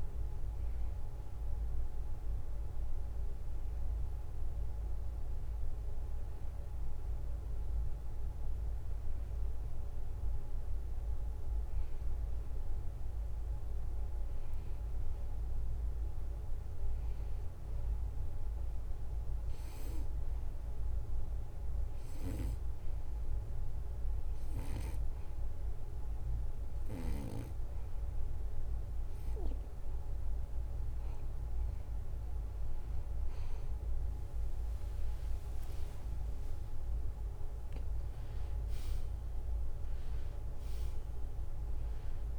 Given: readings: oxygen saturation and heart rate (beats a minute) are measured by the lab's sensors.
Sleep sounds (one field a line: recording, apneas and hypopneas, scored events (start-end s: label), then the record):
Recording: breathing in sleep, hard to hear, by a room microphone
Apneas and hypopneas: 1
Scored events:
20.00-32.50 s: hypopnea (oxygen 94% before, 90% lowest, heart rate 75 before, 70 extreme, up 6 after)
36.50-39.50 s: arousal
38.50-42.39 s: oxygen desaturation (device-marked, oxygen 93% before, 90% lowest, heart rate 73 before, 73 extreme)
From the record:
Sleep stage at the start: N2 (light sleep)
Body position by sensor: on the back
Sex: male